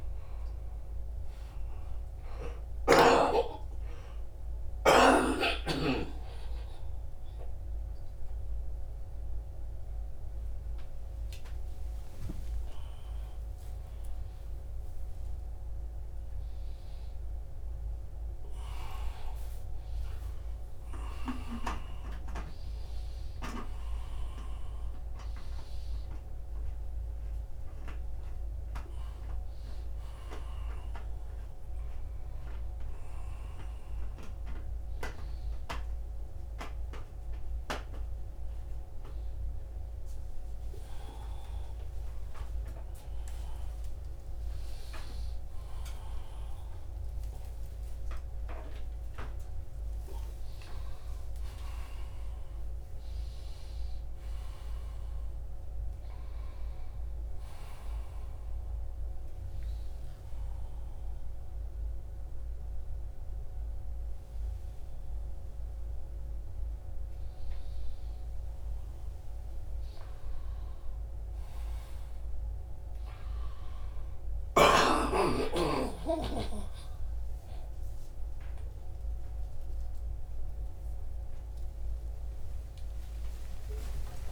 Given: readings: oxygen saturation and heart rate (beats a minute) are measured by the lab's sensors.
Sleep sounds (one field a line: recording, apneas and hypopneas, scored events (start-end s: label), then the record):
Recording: a person awake in a sleep study, by a room microphone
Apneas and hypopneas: none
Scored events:
18.50-20.50 s: long interval between heartbeats (device-marked, heart rate 96 before, 101 extreme)
47.00-49.00 s: long interval between heartbeats (device-marked, heart rate 94 before, 113 extreme)
49.50-51.50 s: long interval between heartbeats (device-marked, heart rate 97 before, 135 extreme)
54.50-56.50 s: long interval between heartbeats (device-marked, heart rate 105 before, 90 extreme)
59.00-68.00 s: oxygen desaturation (device-marked, oxygen 96% before, 93% lowest, heart rate 104 before, 85 extreme)
76.00-78.00 s: long interval between heartbeats (device-marked, heart rate 85 before, 97 extreme)
From the record:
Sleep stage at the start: awake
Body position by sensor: upright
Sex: male